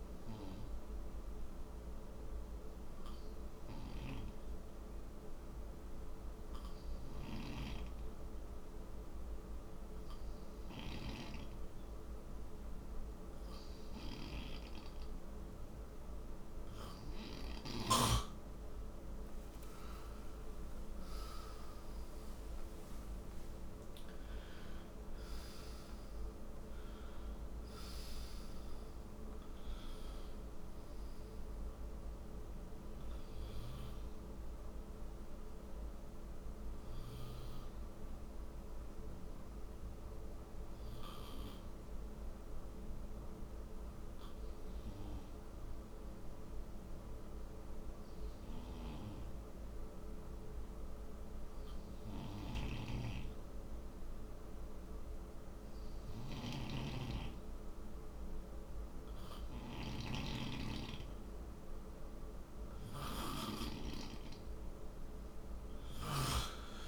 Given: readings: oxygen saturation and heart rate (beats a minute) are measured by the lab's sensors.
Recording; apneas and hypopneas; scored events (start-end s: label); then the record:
breathing in sleep by a room microphone; 2
2.00-16.00 s: hypopnea (oxygen 97% before, 88% lowest, heart rate 61 before, 52 extreme, up 13 after)
18.50-23.00 s: arousal
34.00-43.00 s: oxygen desaturation (device-marked, oxygen 95% before, 88% lowest, heart rate 67 before, 54 extreme)
38.00-62.50 s: hypopnea (oxygen 95% before, 88% lowest, heart rate 65 before, 55 extreme, up 10 after)
52.50-66.88 s: snoring (device-marked)
From the record:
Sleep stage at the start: N2 (light sleep); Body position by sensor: on the right side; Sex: male